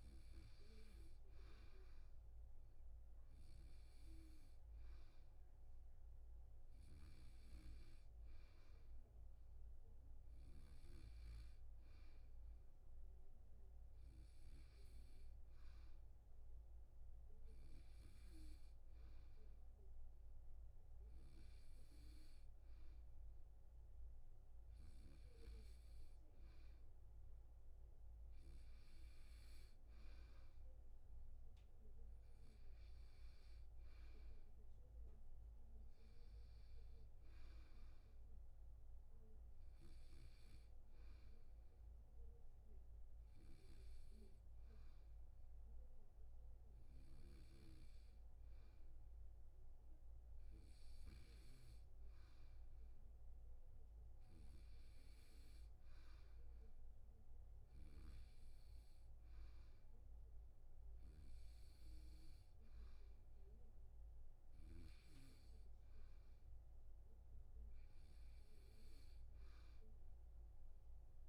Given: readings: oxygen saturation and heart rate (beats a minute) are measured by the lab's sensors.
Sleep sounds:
breathing in sleep by a room microphone; none
none scored
From the record:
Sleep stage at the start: N2 (light sleep); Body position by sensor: on the back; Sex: male

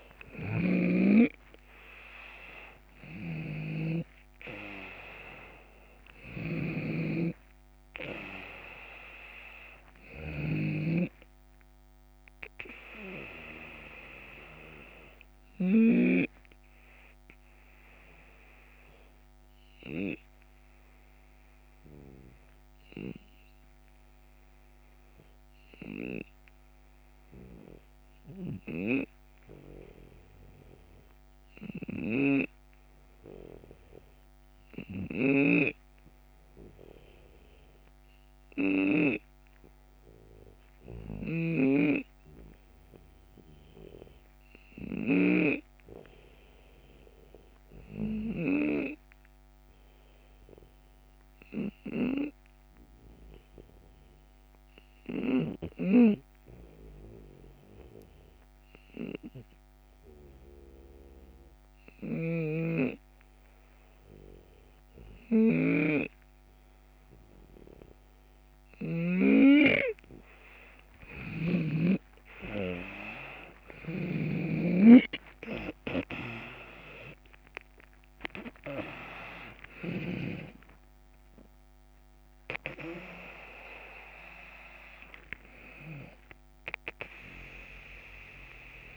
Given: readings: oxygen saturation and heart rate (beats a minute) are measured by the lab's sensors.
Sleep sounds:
breathing in sleep by a microphone on the trachea; 1
0.00-15.50 s: snoring (device-marked)
0.50-4.50 s: arousal
4.50-14.50 s: drop in pulse transit time (device-marked, heart rate 74 before, 79 extreme)
10.50-32.50 s: oxygen desaturation (device-marked, oxygen 96% before, 89% lowest, heart rate 77 before, 71 extreme)
18.00-65.50 s: obstructive apnea (oxygen 96% before, 87% lowest, heart rate 79 before, 70 extreme, up 8 after)
26.50-39.50 s: drop in pulse transit time (device-marked, heart rate 76 before, 72 extreme)
34.50-45.00 s: snoring (device-marked)
46.50-88.97 s: oxygen desaturation (device-marked, oxygen 100% before, 87% lowest, heart rate 73 before, 66 extreme)
54.50-62.50 s: drop in pulse transit time (device-marked, heart rate 74 before, 70 extreme)
61.50-68.50 s: snoring (device-marked)
66.50-88.97 s: new sleep stage, N1 (lightest sleep)
74.50-88.97 s: drop in pulse transit time (device-marked, heart rate 73 before, 74 extreme)
75.00-81.00 s: arousal
84.50-86.50 s: long interval between heartbeats (device-marked, heart rate 80 before, 80 extreme)
From the record:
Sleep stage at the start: N2 (light sleep); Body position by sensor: on the left side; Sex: male

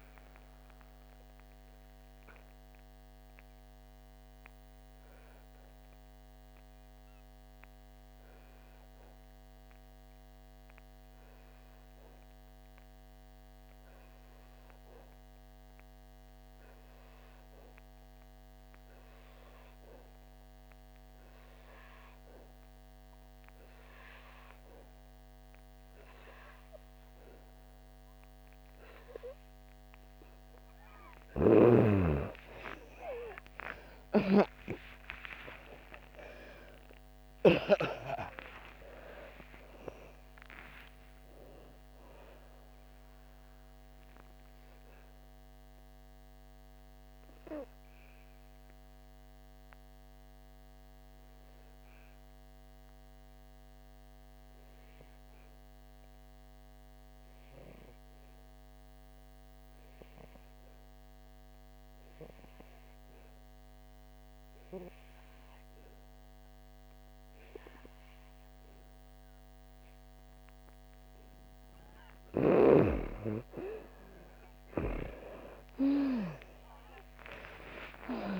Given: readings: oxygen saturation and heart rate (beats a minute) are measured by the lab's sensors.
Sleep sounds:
breathing in sleep by a microphone on the trachea; 2
0.00-21.00 s: oxygen desaturation (device-marked, oxygen 86% lowest, heart rate 57 extreme)
1.00-30.00 s: obstructive apnea (oxygen 99% before, 84% lowest, heart rate 74 before, 57 extreme, up 37 after)
31.50-38.00 s: snoring (device-marked)
32.50-37.50 s: arousal
33.00-64.00 s: oxygen desaturation (device-marked, oxygen 98% before, 84% lowest, heart rate 61 before, 54 extreme)
48.50-71.50 s: mixed apnea (oxygen 98% before, 84% lowest, heart rate 83 before, 54 extreme, up 5 after)
75.00-78.40 s: arousal
76.00-78.40 s: oxygen desaturation (device-marked, oxygen 98% before, 84% lowest, heart rate 61 before, 55 extreme)
From the record:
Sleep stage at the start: N2 (light sleep); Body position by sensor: on the back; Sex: female

